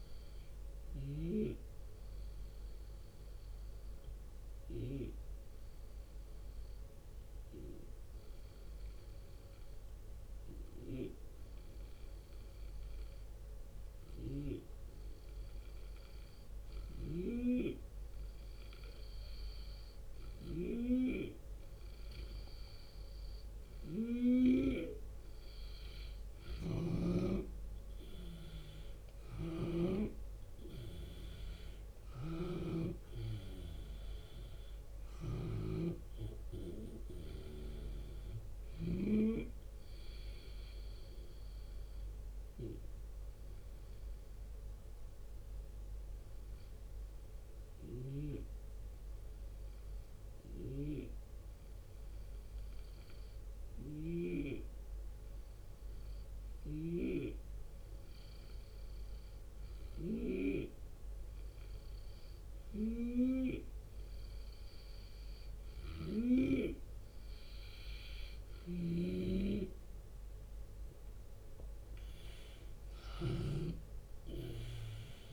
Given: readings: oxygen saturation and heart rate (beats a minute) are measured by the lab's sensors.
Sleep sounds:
breathing in sleep by a room microphone; 2
0.00-4.00 s: drop in pulse transit time (device-marked, heart rate 74 extreme)
0.00-17.00 s: oxygen desaturation (device-marked, oxygen 87% lowest, heart rate 66 extreme)
2.00-17.00 s: obstructive apnea (oxygen 90% before, 87% lowest, heart rate 83 before, 66 extreme, up 9 after)
4.00-6.00 s: long interval between heartbeats (device-marked, heart rate 83 before, 70 extreme)
7.00-75.33 s: new sleep stage, N2 (light sleep)
10.00-12.00 s: long interval between heartbeats (device-marked, heart rate 79 before, 67 extreme)
16.50-29.50 s: snoring (device-marked)
25.50-31.00 s: arousal
27.00-35.00 s: oxygen desaturation (device-marked, oxygen 98% before, 95% lowest, heart rate 70 before, 74 extreme)
29.00-46.00 s: drop in pulse transit time (device-marked, heart rate 71 before, 76 extreme)
31.50-38.50 s: snoring (device-marked)
37.00-55.00 s: oxygen desaturation (device-marked, oxygen 97% before, 90% lowest, heart rate 77 before, 74 extreme)
42.50-66.50 s: hypopnea (oxygen 98% before, 90% lowest, heart rate 79 before, 74 extreme, up 6 after)
53.00-73.00 s: snoring (device-marked)
69.00-75.33 s: drop in pulse transit time (device-marked, heart rate 76 before, 78 extreme)
69.50-75.00 s: arousal
From the record:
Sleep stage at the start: N1 (lightest sleep); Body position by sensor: on the left side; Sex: male

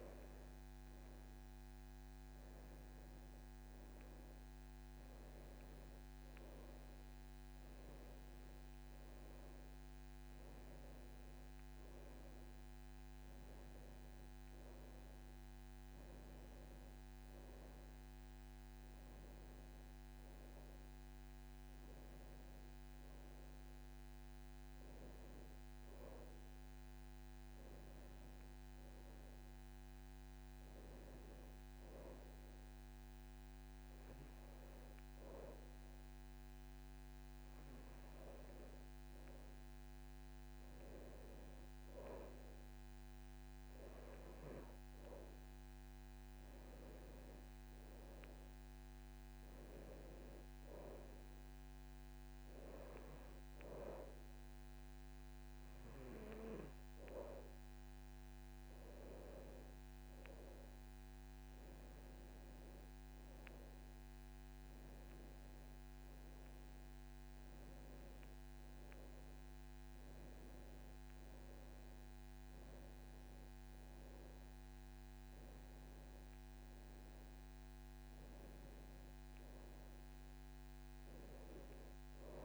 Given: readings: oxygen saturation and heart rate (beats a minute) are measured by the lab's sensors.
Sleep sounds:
breathing in sleep by a microphone on the trachea; none
61.00-64.50 s: arousal
From the record:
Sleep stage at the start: N2 (light sleep); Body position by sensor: on the back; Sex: male

